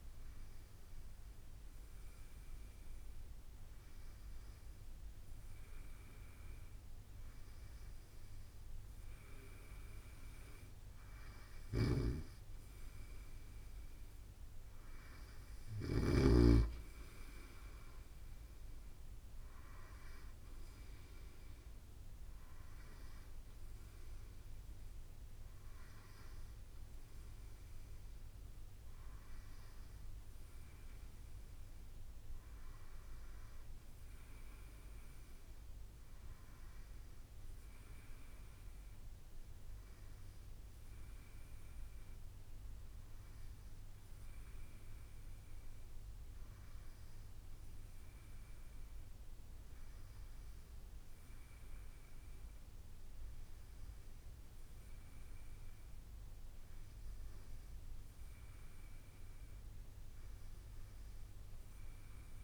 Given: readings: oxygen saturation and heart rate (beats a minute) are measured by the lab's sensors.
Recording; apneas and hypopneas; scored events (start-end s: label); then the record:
breathing in sleep, hard to hear, by a room microphone; none
11.00-15.50 s: snoring (device-marked)
14.00-26.00 s: drop in pulse transit time (device-marked, heart rate 64 before, 64 extreme)
From the record:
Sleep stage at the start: N3 (deep sleep); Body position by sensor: on the right side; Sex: male